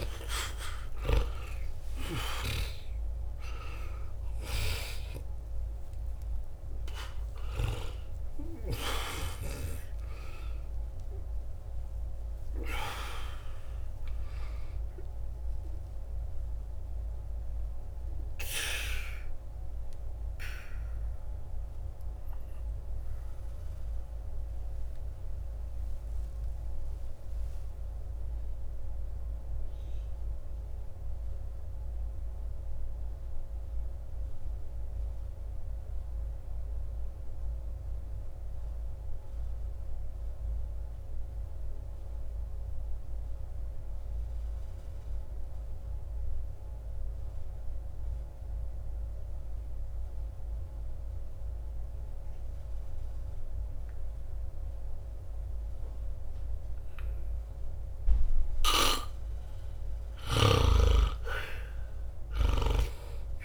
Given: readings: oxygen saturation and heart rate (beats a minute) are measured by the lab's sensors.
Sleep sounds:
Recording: breathing in sleep by a room microphone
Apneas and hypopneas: 1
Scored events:
0.00-1.50 s: arousal
0.00-38.50 s: oxygen desaturation (device-marked, oxygen 75% lowest, heart rate 59 extreme)
16.00-59.00 s: obstructive apnea (oxygen 96% before, 75% lowest, heart rate 108 before, 59 extreme, up 0 after)
55.50-63.45 s: oxygen desaturation (device-marked, oxygen 99% before, 77% lowest, heart rate 60 before, 60 extreme)
60.00-63.45 s: snoring (device-marked)
From the record:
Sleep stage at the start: N2 (light sleep)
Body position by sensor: on the back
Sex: male

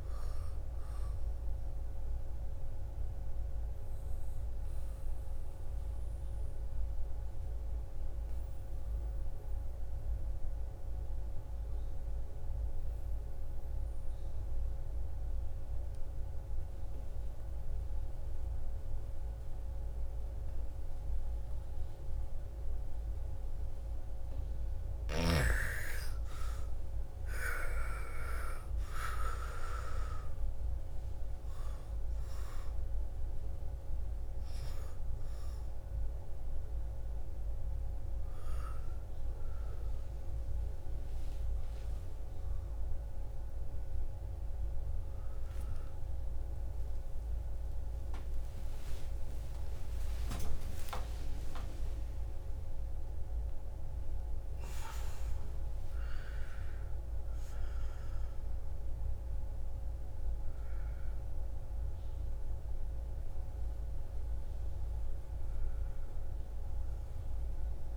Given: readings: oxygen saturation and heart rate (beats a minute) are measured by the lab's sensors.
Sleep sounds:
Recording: a person partly awake in a sleep study, by a room microphone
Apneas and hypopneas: 1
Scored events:
0.00-9.50 s: oxygen desaturation (device-marked, oxygen 86% lowest, heart rate 54 extreme)
1.50-24.50 s: obstructive apnea (oxygen 99% before, 84% lowest, heart rate 63 before, 54 extreme, up 17 after)
21.50-50.50 s: oxygen desaturation (device-marked, oxygen 99% before, 84% lowest, heart rate 57 before, 63 extreme)
31.50-61.50 s: new sleep stage, awake
61.50-67.97 s: new sleep stage, N1 (lightest sleep)
From the record:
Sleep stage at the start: N2 (light sleep)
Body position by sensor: on the back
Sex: female

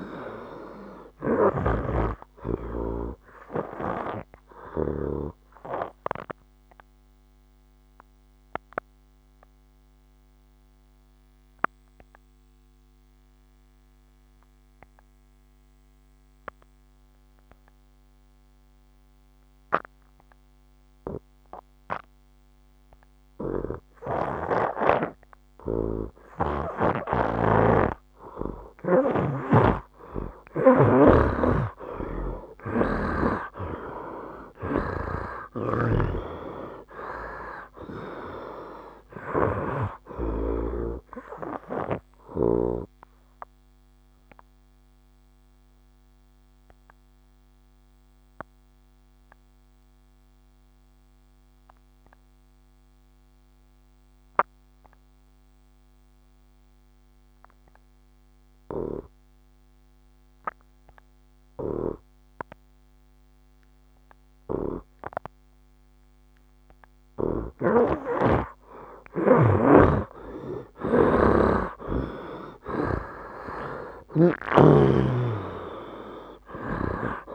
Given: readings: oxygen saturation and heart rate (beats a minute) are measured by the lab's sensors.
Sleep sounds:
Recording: breathing in sleep by a microphone on the trachea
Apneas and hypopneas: 2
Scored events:
0.00-1.50 s: snoring (device-marked)
0.00-24.00 s: oxygen desaturation (device-marked, oxygen 80% lowest, heart rate 65 extreme)
5.00-28.50 s: obstructive apnea (oxygen 97% before, 80% lowest, heart rate 72 before, 64 extreme, up 12 after)
27.00-36.00 s: snoring (device-marked)
30.50-34.50 s: arousal
31.00-66.00 s: oxygen desaturation (device-marked, oxygen 96% before, 81% lowest, heart rate 66 before, 62 extreme)
41.00-67.00 s: obstructive apnea (oxygen 96% before, 81% lowest, heart rate 71 before, 62 extreme, up 13 after)
69.00-74.50 s: snoring (device-marked)
73.00-77.34 s: arousal
74.00-77.34 s: oxygen desaturation (device-marked, oxygen 97% before, 83% lowest, heart rate 65 before, 66 extreme)
75.00-77.34 s: tachycardia (device-marked, heart rate 70 before, 113 extreme)
From the record:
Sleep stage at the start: N2 (light sleep)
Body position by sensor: on the right side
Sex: male

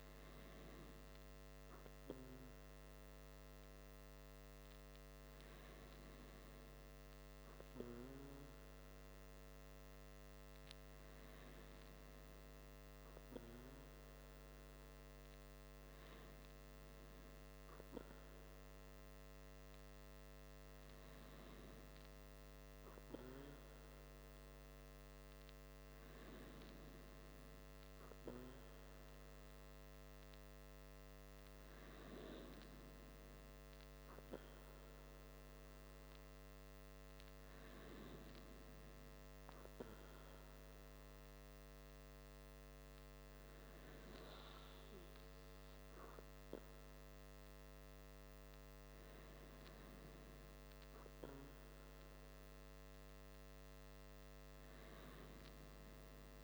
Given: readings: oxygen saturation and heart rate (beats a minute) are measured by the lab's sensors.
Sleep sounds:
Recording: breathing in sleep, hard to hear, by a microphone on the trachea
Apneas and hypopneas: none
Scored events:
none scored
From the record:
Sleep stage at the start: N2 (light sleep)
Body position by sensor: on the back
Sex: male

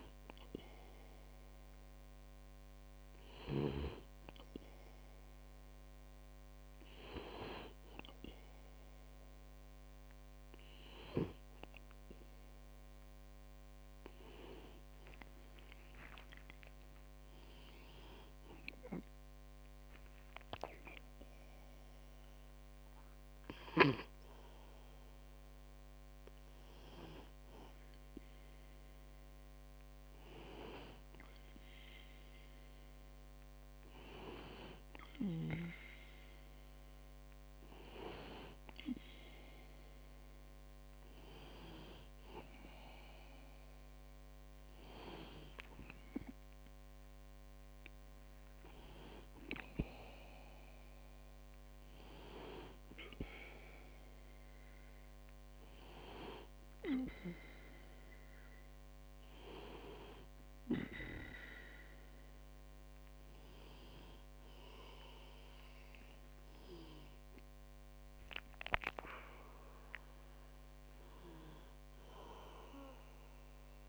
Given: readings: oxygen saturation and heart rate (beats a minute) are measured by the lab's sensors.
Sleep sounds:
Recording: breathing in sleep by a microphone on the trachea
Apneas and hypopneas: none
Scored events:
16.50-20.00 s: arousal
65.50-69.50 s: arousal
From the record:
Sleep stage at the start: N2 (light sleep)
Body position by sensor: on the back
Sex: male

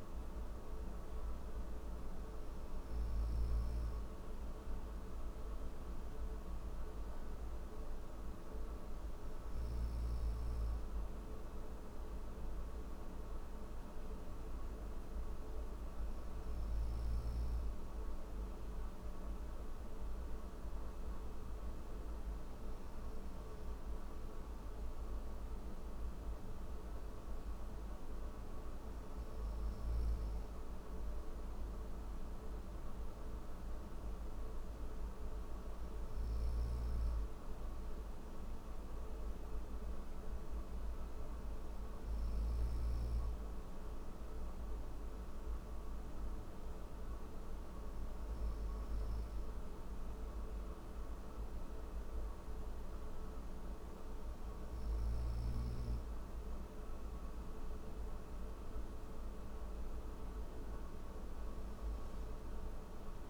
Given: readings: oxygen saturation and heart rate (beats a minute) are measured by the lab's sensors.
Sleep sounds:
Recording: breathing in sleep, hard to hear, by a room microphone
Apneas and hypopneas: none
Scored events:
35.50-42.00 s: snoring (device-marked)
From the record:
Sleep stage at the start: N1 (lightest sleep)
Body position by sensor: on the right side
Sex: male

